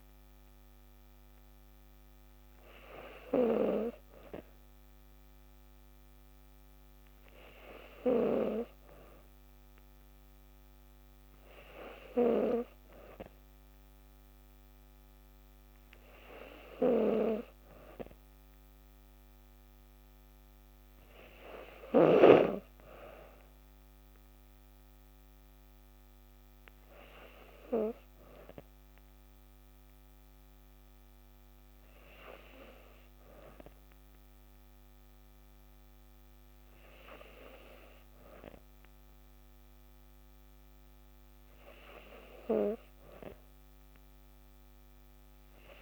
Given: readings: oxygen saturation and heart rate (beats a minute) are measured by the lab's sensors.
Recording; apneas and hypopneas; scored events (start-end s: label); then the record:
breathing in sleep by a microphone on the trachea; none
none scored
From the record:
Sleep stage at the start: N2 (light sleep); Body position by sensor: on the back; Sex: female